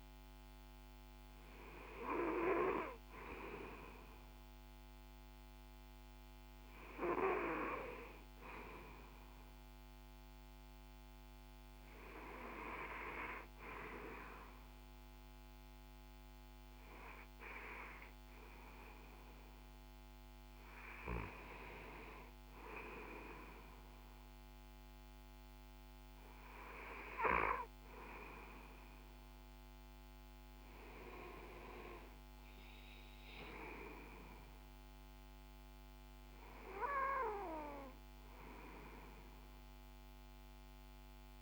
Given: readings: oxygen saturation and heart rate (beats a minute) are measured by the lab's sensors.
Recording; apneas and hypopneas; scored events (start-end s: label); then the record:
breathing in sleep by a microphone on the trachea; none
none scored
From the record:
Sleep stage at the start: REM sleep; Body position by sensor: on the back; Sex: male